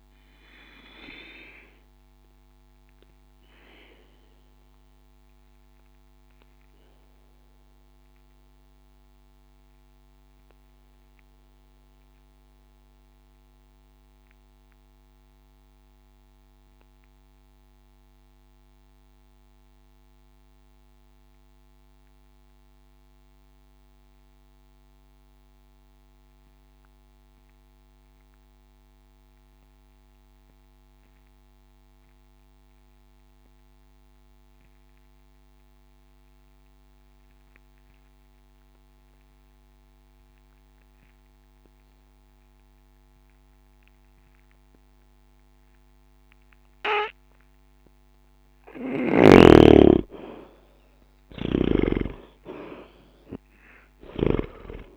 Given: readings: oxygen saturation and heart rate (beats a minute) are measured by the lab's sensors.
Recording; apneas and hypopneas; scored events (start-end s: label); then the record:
breathing in sleep by a microphone on the trachea; 1
0.00-25.50 s: oxygen desaturation (device-marked, oxygen 76% lowest, heart rate 60 extreme)
1.00-49.00 s: obstructive apnea (oxygen 95% before, 75% lowest, heart rate 60 before, 60 extreme, up 0 after)
41.50-54.96 s: oxygen desaturation (device-marked, oxygen 99% before, 75% lowest, heart rate 60 before, 59 extreme)
51.50-54.96 s: arousal
From the record:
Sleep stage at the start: N2 (light sleep); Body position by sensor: on the back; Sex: male